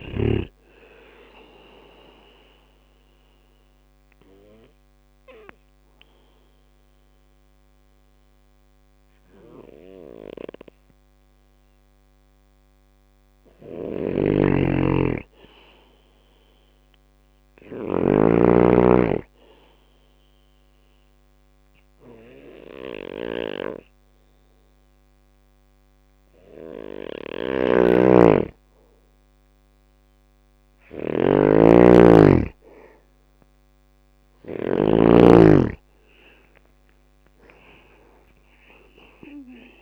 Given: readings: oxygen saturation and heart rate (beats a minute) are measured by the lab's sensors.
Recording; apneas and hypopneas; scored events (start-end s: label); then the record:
breathing in sleep by a microphone on the trachea; 2
0.00-11.50 s: drop in pulse transit time (device-marked, heart rate 63 extreme)
0.00-21.50 s: oxygen desaturation (device-marked, oxygen 90% lowest, heart rate 63 extreme)
1.50-11.50 s: obstructive apnea (oxygen 96% before, 90% lowest, heart rate 70 before, 63 extreme, up 4 after)
12.50-14.50 s: arousal
13.00-17.50 s: snoring (device-marked)
17.50-27.50 s: obstructive apnea (oxygen 96% before, 91% lowest, heart rate 67 before, 65 extreme, up 1 after)
26.50-34.00 s: snoring (device-marked)
33.00-37.50 s: arousal
34.50-39.82 s: drop in pulse transit time (device-marked, heart rate 67 before, 67 extreme)
38.50-39.82 s: oxygen desaturation (device-marked, oxygen 96% before, 92% lowest, heart rate 68 before, 65 extreme)
From the record:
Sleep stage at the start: N2 (light sleep); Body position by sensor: on the back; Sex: male